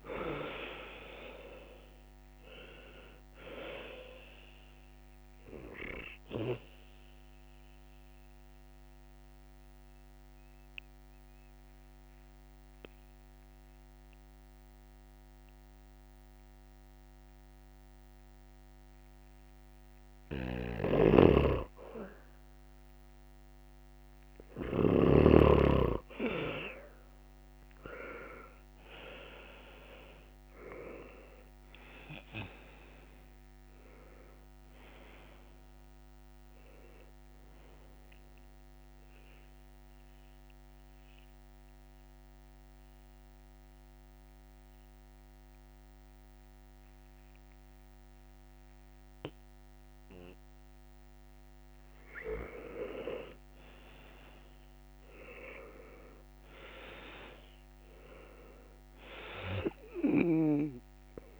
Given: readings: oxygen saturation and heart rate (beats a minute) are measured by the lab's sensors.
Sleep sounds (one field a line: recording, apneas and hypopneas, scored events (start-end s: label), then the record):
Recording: breathing in sleep by a microphone on the trachea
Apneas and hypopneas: 2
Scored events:
0.00-2.00 s: arousal
6.50-19.50 s: mixed apnea (oxygen 97% before, 91% lowest, heart rate 70 before, 66 extreme, up 1 after)
20.50-25.00 s: snoring (device-marked)
24.00-33.00 s: oxygen desaturation (device-marked, oxygen 95% before, 92% lowest, heart rate 70 before, 65 extreme)
28.00-33.50 s: arousal
38.50-51.50 s: mixed apnea (oxygen 98% before, 89% lowest, heart rate 69 before, 65 extreme, up 5 after)
45.00-57.00 s: oxygen desaturation (device-marked, oxygen 97% before, 91% lowest, heart rate 70 before, 65 extreme)
52.50-57.50 s: arousal
From the record:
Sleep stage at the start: N2 (light sleep)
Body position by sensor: on the back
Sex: male